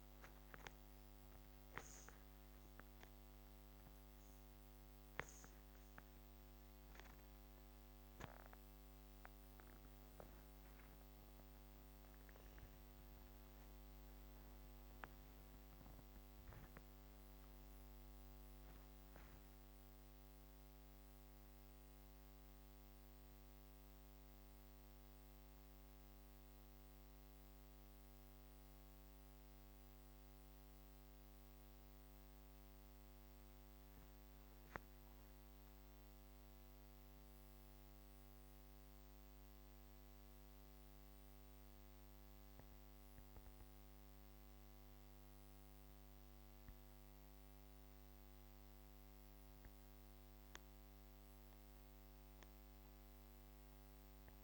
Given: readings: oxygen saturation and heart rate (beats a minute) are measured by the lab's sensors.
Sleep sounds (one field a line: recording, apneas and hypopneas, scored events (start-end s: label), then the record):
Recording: breathing in sleep, hard to hear, by a microphone on the trachea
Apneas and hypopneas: 1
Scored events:
0.00-3.00 s: arousal
0.00-14.50 s: oxygen desaturation (device-marked, oxygen 91% lowest, heart rate 44 extreme)
16.00-20.00 s: arousal
25.00-41.00 s: hypopnea (oxygen 97% before, 94% lowest, heart rate 94 before, 28 extreme, up 31 after)
44.50-47.50 s: arousal
44.50-54.44 s: new sleep stage, N1 (lightest sleep)
From the record:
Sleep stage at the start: N2 (light sleep)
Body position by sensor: on the back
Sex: female